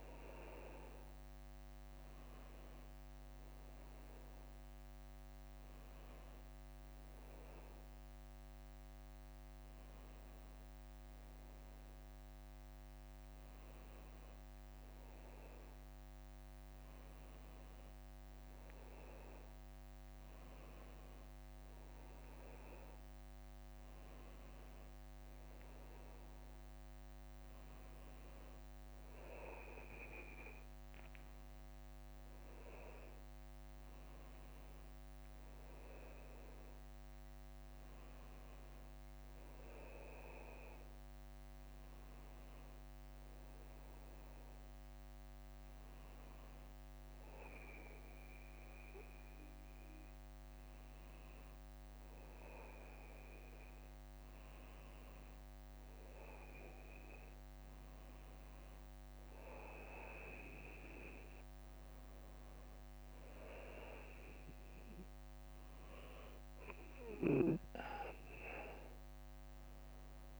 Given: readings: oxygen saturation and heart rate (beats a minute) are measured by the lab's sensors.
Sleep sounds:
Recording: breathing in sleep by a microphone on the trachea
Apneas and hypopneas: none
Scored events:
0.00-9.50 s: leg movement (device-marked)
30.00-35.50 s: leg movement (device-marked)
30.50-32.50 s: long interval between heartbeats (device-marked, heart rate 61 before, 70 extreme)
41.00-44.00 s: bradycardia (device-marked, heart rate 73 before, 60 extreme)
45.00-51.00 s: bradycardia (device-marked, heart rate 73 before, 59 extreme)
68.00-70.40 s: arousal
From the record:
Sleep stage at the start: N2 (light sleep)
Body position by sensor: on the back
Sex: male

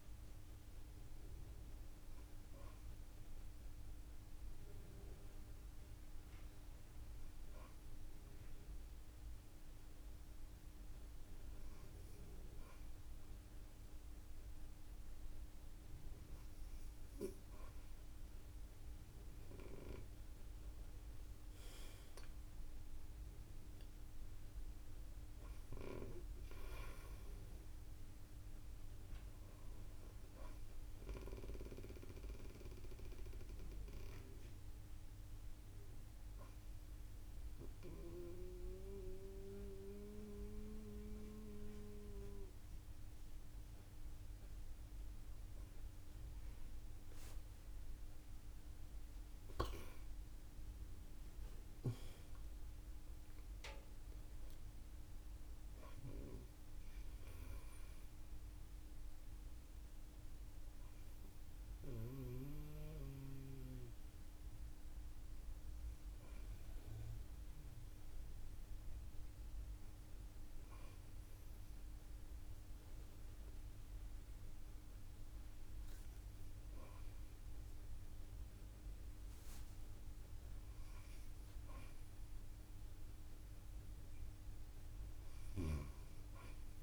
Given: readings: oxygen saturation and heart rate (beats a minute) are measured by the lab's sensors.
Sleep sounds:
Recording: breathing in sleep by a room microphone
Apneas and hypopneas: 1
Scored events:
27.00-31.00 s: arousal
33.00-48.50 s: hypopnea (oxygen 94% before, 92% lowest)
57.50-61.50 s: arousal
From the record:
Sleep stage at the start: N2 (light sleep)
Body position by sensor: on the front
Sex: female

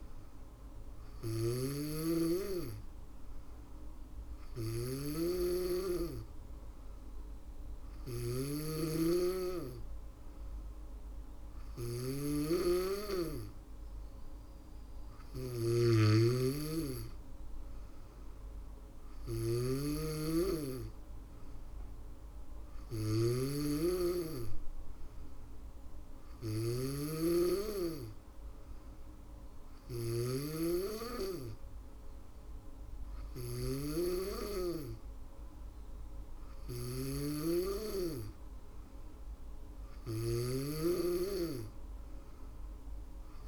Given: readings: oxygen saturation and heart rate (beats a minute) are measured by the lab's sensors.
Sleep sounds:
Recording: breathing in sleep by a room microphone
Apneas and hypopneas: none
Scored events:
0.00-43.48 s: snoring (device-marked)
From the record:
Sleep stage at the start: N2 (light sleep)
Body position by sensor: on the back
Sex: female

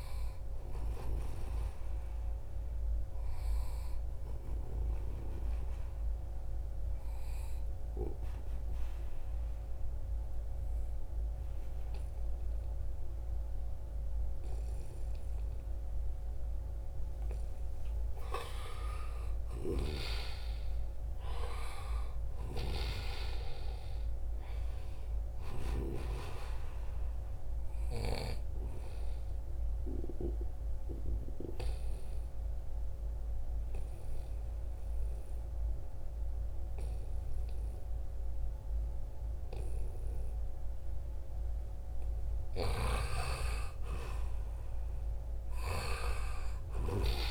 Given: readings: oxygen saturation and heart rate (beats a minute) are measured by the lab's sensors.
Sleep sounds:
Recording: breathing in sleep by a room microphone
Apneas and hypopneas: 2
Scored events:
0.00-12.00 s: oxygen desaturation (device-marked, oxygen 90% lowest, heart rate 78 extreme)
5.50-16.50 s: obstructive apnea (oxygen 93% before, 90% lowest, heart rate 81 before, 75 extreme, up 2 after)
14.00-47.31 s: new sleep stage, N2 (light sleep)
17.50-22.50 s: arousal
28.00-36.00 s: oxygen desaturation (device-marked, oxygen 94% before, 90% lowest, heart rate 79 before, 73 extreme)
30.00-42.00 s: obstructive apnea (oxygen 94% before, 87% lowest, heart rate 79 before, 73 extreme, up 2 after)
43.00-47.31 s: arousal
From the record:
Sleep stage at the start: N1 (lightest sleep)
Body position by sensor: on the right side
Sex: male

